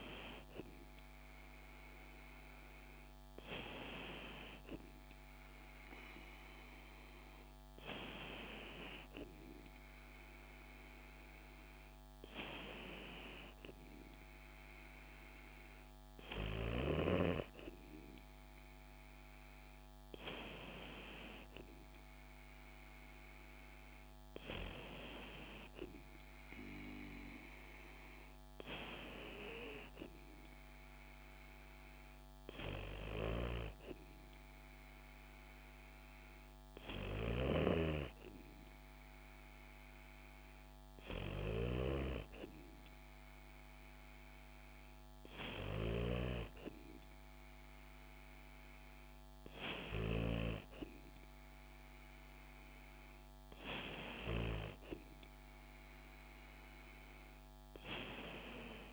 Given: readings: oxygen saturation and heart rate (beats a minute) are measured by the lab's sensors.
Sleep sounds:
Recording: breathing in sleep by a microphone on the trachea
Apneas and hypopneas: none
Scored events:
none scored
From the record:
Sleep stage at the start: N2 (light sleep)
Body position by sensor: on the back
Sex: female

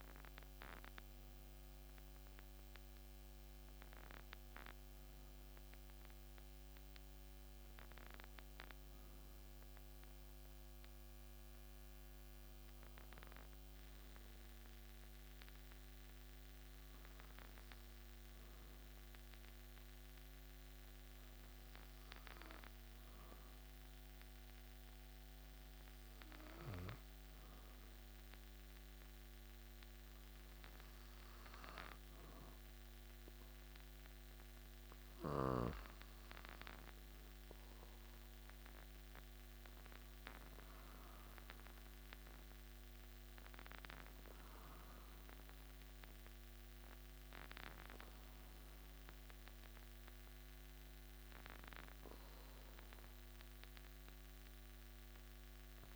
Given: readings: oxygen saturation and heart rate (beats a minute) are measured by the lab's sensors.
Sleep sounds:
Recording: breathing in sleep by a microphone on the trachea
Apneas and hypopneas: 1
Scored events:
10.00-33.50 s: hypopnea (oxygen 98% before, 95% lowest)
36.00-41.00 s: arousal
From the record:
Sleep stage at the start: N2 (light sleep)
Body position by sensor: on the back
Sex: male

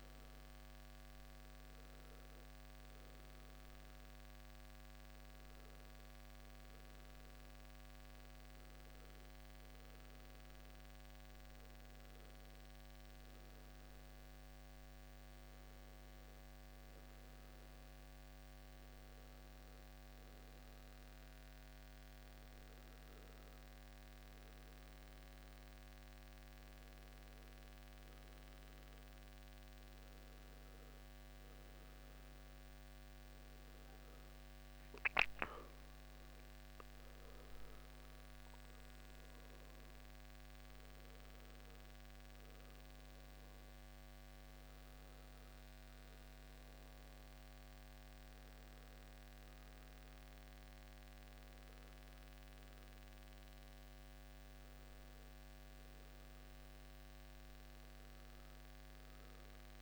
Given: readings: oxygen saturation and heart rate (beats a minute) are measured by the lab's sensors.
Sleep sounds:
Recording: a person awake in a sleep study, hard to hear, by a microphone on the trachea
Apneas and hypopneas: none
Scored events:
none scored
From the record:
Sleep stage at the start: awake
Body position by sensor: on the back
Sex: male

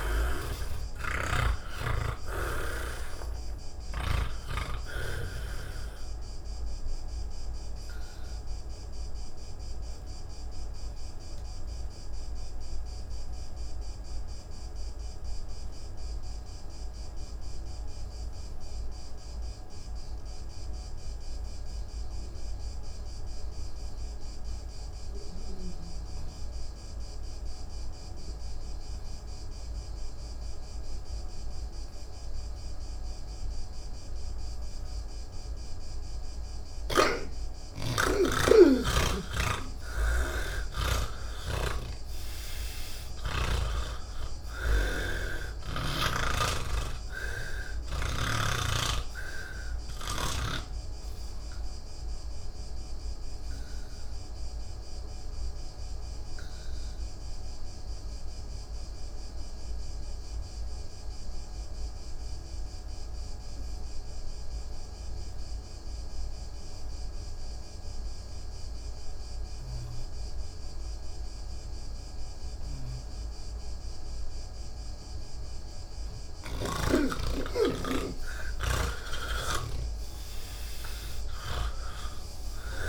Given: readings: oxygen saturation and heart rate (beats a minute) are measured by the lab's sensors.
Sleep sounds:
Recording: breathing in sleep by a room microphone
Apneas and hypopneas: 2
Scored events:
0.00-1.00 s: oxygen desaturation (device-marked, oxygen 87% lowest, heart rate 167 extreme)
1.00-4.50 s: snoring (device-marked)
3.00-18.00 s: oxygen desaturation (device-marked, oxygen 91% before, 77% lowest, heart rate 183 before, 167 extreme)
7.50-35.00 s: obstructive apnea (oxygen 98% before, 76% lowest, heart rate 185 before, 163 extreme)
25.00-66.00 s: oxygen desaturation (device-marked, oxygen 98% before, 76% lowest, heart rate 183 before, 85 extreme)
39.50-44.00 s: snoring (device-marked)
53.00-75.00 s: obstructive apnea (oxygen 98% before, 76% lowest, heart rate 185 before, 77 extreme)
71.00-82.89 s: oxygen desaturation (device-marked, oxygen 98% before, 88% lowest, heart rate 159 before, 76 extreme)
79.00-82.89 s: snoring (device-marked)
From the record:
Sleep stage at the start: N2 (light sleep)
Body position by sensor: on the back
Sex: male

